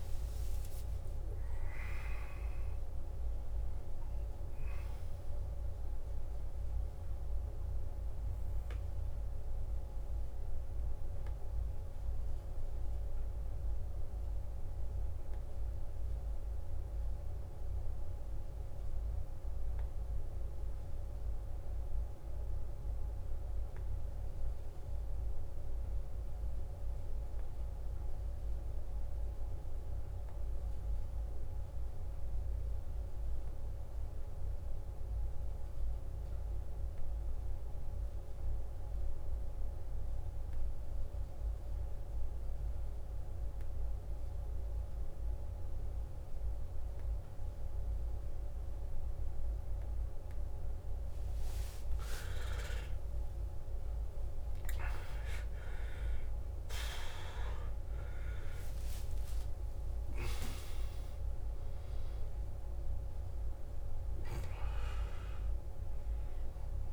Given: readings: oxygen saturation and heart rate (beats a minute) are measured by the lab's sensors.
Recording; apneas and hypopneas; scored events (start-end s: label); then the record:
breathing in sleep, hard to hear, by a room microphone; 1
0.00-1.50 s: oxygen desaturation (device-marked, oxygen 90% lowest, heart rate 52 extreme)
11.50-51.00 s: obstructive apnea (oxygen 96% before, 86% lowest, heart rate 66 before, 52 extreme, up 14 after)
37.50-66.93 s: oxygen desaturation (device-marked, oxygen 99% before, 86% lowest, heart rate 54 before, 55 extreme)
50.50-66.93 s: new sleep stage, awake
From the record:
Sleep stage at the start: N2 (light sleep); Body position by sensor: on the back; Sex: male